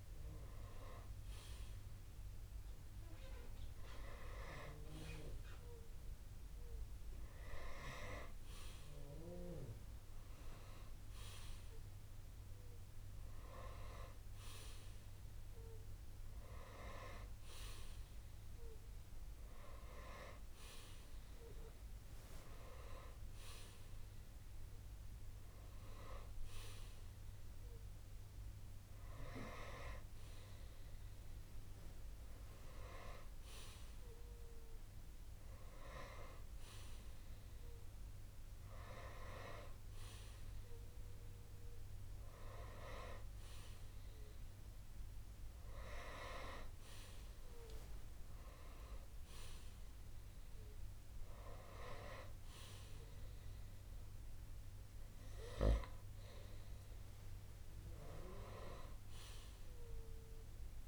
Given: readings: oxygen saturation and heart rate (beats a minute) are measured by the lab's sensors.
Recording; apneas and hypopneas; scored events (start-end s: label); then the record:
breathing in sleep by a room microphone; none
49.00-60.88 s: new sleep stage, N2 (light sleep)
From the record:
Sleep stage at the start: N1 (lightest sleep); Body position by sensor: on the right side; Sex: male